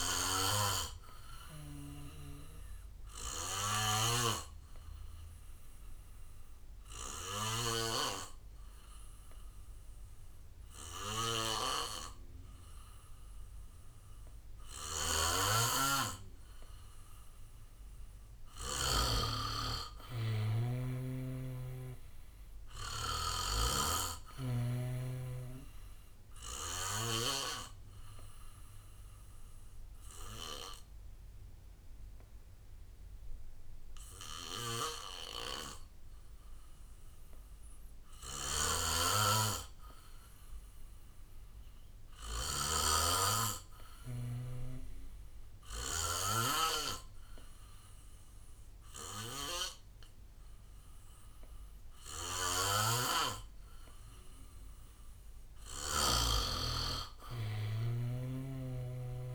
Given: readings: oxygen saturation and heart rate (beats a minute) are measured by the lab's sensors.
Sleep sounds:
breathing in sleep by a room microphone; 2
0.00-2.00 s: snoring (device-marked)
0.00-11.50 s: oxygen desaturation (device-marked, oxygen 91% lowest, heart rate 60 extreme)
3.00-16.50 s: obstructive apnea (oxygen 96% before, 89% lowest, heart rate 69 before, 60 extreme, up 5 after)
4.00-8.00 s: snoring (device-marked)
15.00-19.00 s: snoring (device-marked)
19.00-22.50 s: arousal
22.50-36.50 s: oxygen desaturation (device-marked, oxygen 96% before, 90% lowest, heart rate 64 before, 65 extreme)
23.50-27.50 s: snoring (device-marked)
28.50-54.00 s: obstructive apnea (oxygen 96% before, 88% lowest, heart rate 64 before, 65 extreme, up 3 after)
34.50-46.50 s: snoring (device-marked)
47.50-59.35 s: oxygen desaturation (device-marked, oxygen 97% before, 90% lowest, heart rate 68 before, 65 extreme)
52.50-56.50 s: snoring (device-marked)
56.00-59.35 s: arousal
From the record:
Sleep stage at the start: N2 (light sleep); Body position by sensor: on the back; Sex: male

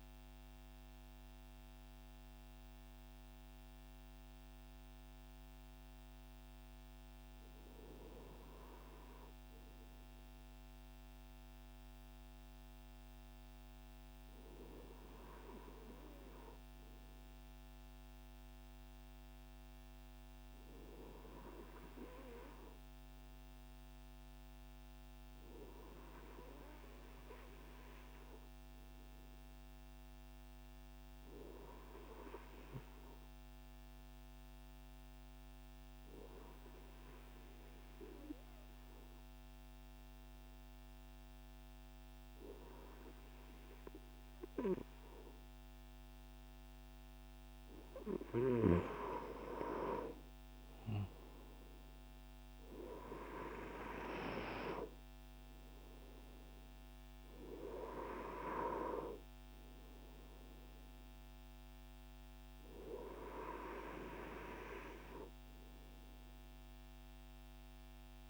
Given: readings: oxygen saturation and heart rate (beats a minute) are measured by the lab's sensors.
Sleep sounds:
breathing in sleep by a microphone on the trachea; 1
31.50-45.50 s: obstructive apnea (oxygen 98% before, 95% lowest, heart rate 64 before, 61 extreme, up 5 after)
47.00-51.00 s: arousal
From the record:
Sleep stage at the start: N2 (light sleep); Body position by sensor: on the front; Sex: male

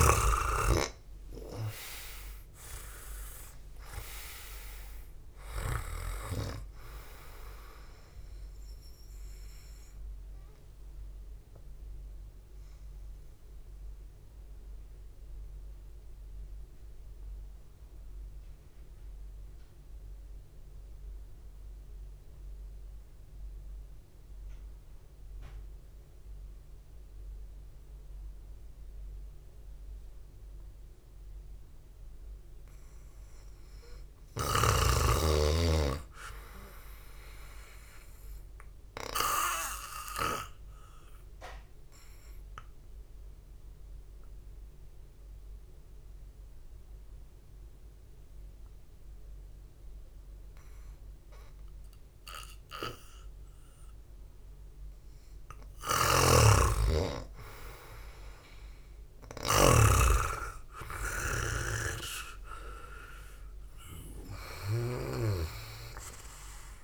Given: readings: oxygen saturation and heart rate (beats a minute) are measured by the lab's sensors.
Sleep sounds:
breathing in sleep by a room microphone; 2
0.50-4.50 s: arousal
5.50-12.50 s: oxygen desaturation (device-marked, oxygen 96% before, 91% lowest, heart rate 59 before, 54 extreme)
12.00-34.50 s: obstructive apnea (oxygen 96% before, 89% lowest, heart rate 58 before, 52 extreme, up 1 after)
21.50-30.50 s: oxygen desaturation (device-marked, oxygen 93% before, 90% lowest, heart rate 57 before, 52 extreme)
36.00-39.00 s: arousal
42.00-55.00 s: obstructive apnea (oxygen 98% before, 89% lowest, heart rate 67 before, 52 extreme, up 7 after)
43.50-66.84 s: oxygen desaturation (device-marked, oxygen 98% before, 90% lowest, heart rate 66 before, 52 extreme)
56.50-65.50 s: snoring (device-marked)
60.50-64.50 s: arousal
From the record:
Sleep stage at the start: N2 (light sleep); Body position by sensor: on the back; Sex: male

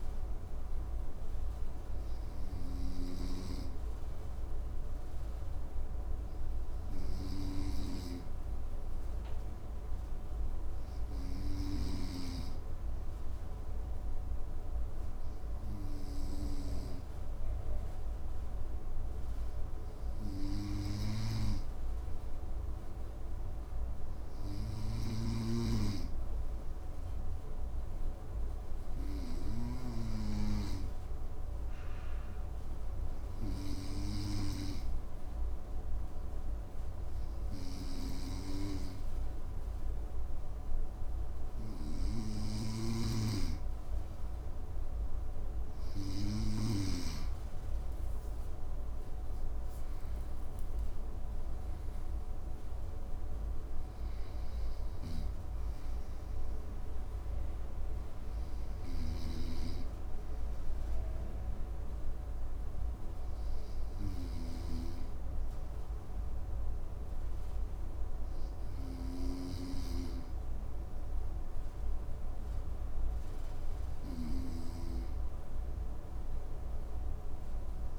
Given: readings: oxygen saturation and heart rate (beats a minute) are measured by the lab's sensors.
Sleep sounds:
breathing in sleep by a room microphone; none
0.00-2.50 s: snoring (device-marked)
24.50-29.50 s: snoring (device-marked)
37.00-46.50 s: snoring (device-marked)
58.50-77.99 s: snoring (device-marked)
From the record:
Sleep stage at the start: N2 (light sleep); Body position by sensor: on the right side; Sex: male

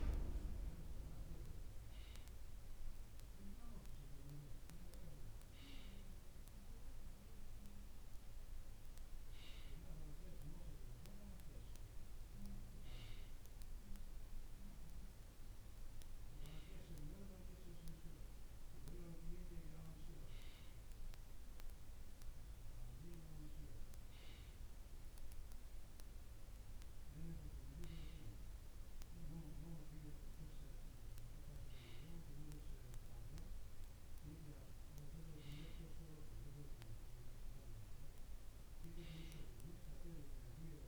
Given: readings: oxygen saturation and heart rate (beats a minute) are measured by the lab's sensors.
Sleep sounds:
breathing in sleep by a room microphone; none
none scored
From the record:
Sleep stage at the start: N2 (light sleep); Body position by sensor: on the right side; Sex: male

